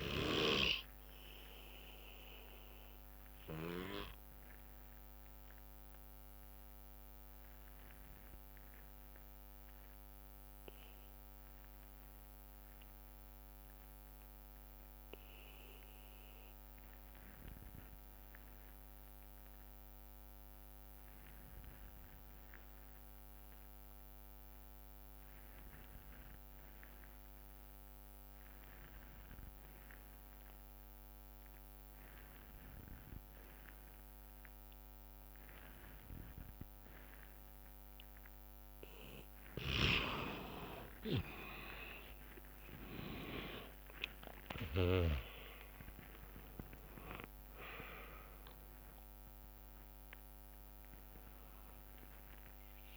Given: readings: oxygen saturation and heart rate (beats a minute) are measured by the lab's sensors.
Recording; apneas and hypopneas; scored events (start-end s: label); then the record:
breathing in sleep by a microphone on the trachea; 1
0.00-12.00 s: oxygen desaturation (device-marked, oxygen 88% lowest, heart rate 56 extreme)
2.50-37.50 s: obstructive apnea (oxygen 99% before, 85% lowest, heart rate 70 before, 52 extreme, up 48 after)
3.00-11.00 s: bradycardia (device-marked, heart rate 69 before, 56 extreme)
22.00-24.00 s: bradycardia (device-marked, heart rate 68 before, 62 extreme)
27.00-52.97 s: oxygen desaturation (device-marked, oxygen 98% before, 85% lowest, heart rate 60 before, 52 extreme)
40.50-46.50 s: arousal
41.00-48.00 s: tachycardia (device-marked, heart rate 68 before, 129 extreme)
42.00-52.97 s: drop in pulse transit time (device-marked, heart rate 62 before, 60 extreme)
43.00-45.00 s: long interval between heartbeats (device-marked, heart rate 62 before, 84 extreme)
47.00-49.00 s: long interval between heartbeats (device-marked, heart rate 72 before, 128 extreme)
From the record:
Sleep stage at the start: N2 (light sleep); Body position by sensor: on the back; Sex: male